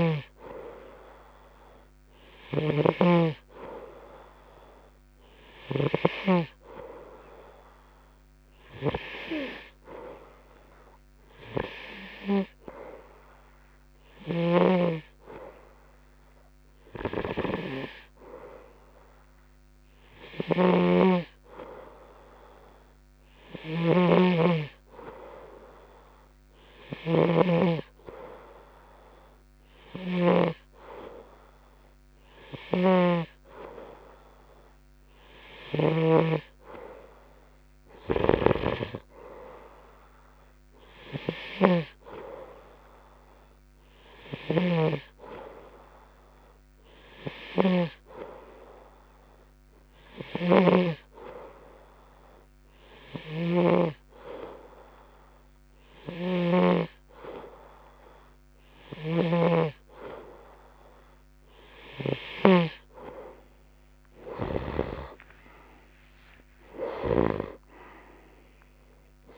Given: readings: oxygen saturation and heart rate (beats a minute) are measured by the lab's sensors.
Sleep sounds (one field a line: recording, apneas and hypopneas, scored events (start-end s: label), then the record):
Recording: breathing in sleep by a microphone on the trachea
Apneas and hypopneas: none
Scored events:
0.00-6.50 s: snoring (device-marked)
14.50-31.00 s: snoring (device-marked)
33.00-36.50 s: snoring (device-marked)
38.50-48.50 s: snoring (device-marked)
50.50-63.00 s: snoring (device-marked)
64.50-68.00 s: arousal
From the record:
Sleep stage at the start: N2 (light sleep)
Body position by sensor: on the right side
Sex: male